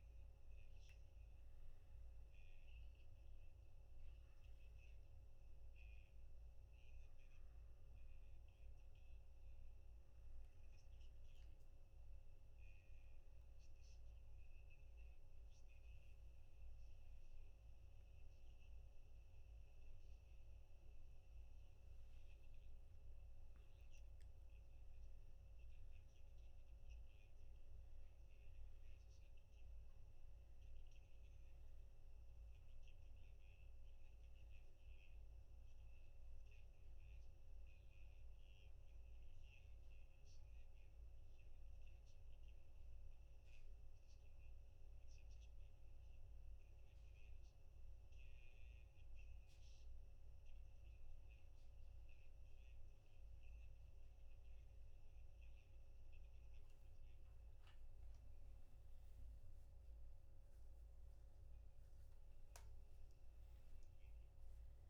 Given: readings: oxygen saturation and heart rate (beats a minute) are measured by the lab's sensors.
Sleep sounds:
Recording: breathing in sleep, hard to hear, by a room microphone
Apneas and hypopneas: 1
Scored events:
39.00-50.50 s: hypopnea (oxygen 95% before, 93% lowest, heart rate 65 before, 62 extreme, up 2 after)
From the record:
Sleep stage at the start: N2 (light sleep)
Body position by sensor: on the back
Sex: male

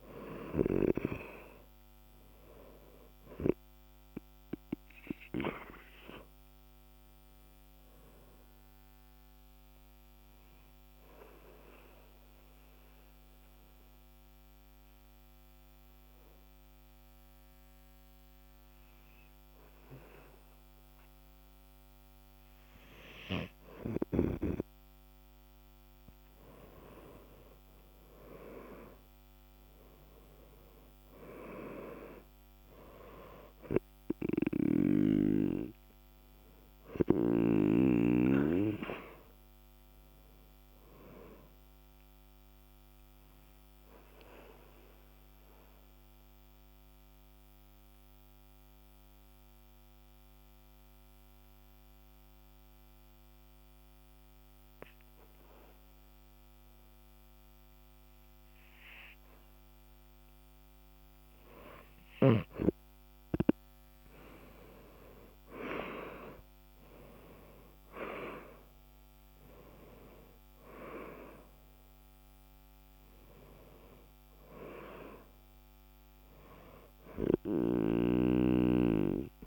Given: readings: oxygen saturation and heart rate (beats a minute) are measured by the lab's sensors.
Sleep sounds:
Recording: breathing in sleep by a microphone on the trachea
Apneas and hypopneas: 2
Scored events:
0.00-2.00 s: arousal
0.00-2.50 s: oxygen desaturation (device-marked, oxygen 85% lowest, heart rate 46 extreme)
11.00-24.00 s: obstructive apnea (oxygen 98% before, 94% lowest, heart rate 51 before, 47 extreme, up 14 after)
27.50-31.50 s: arousal
43.50-62.00 s: mixed apnea (oxygen 98% before, 92% lowest, heart rate 54 before, 48 extreme, up 19 after)
65.00-69.50 s: arousal
78.00-79.46 s: snoring (device-marked)
From the record:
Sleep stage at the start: N2 (light sleep)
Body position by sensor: on the back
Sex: male

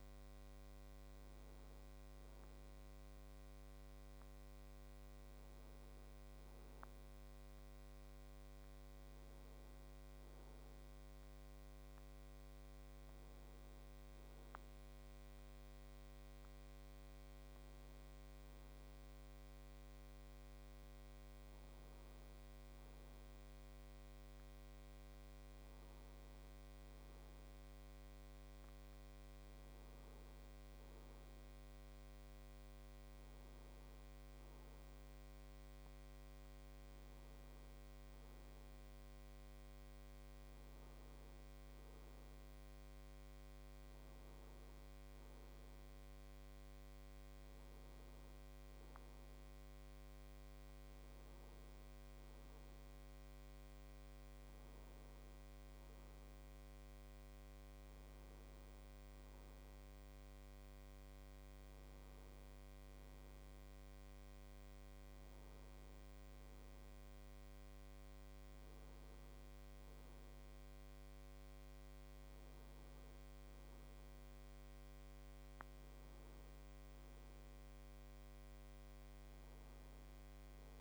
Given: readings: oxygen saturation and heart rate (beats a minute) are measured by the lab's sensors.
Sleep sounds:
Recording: a person awake in a sleep study, hard to hear, by a microphone on the trachea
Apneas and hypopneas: none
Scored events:
none scored
From the record:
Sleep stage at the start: awake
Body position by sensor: on the right side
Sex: male

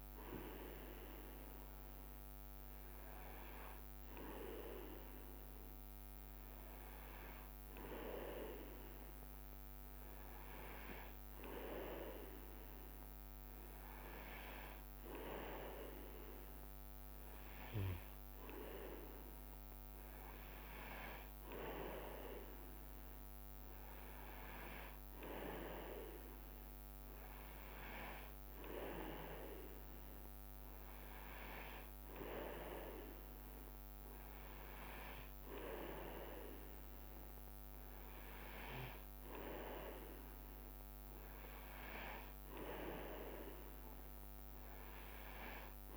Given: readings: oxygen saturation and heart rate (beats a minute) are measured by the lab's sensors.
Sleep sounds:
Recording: breathing in sleep by a microphone on the trachea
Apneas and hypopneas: none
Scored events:
none scored
From the record:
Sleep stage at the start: N2 (light sleep)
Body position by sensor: on the back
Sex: male

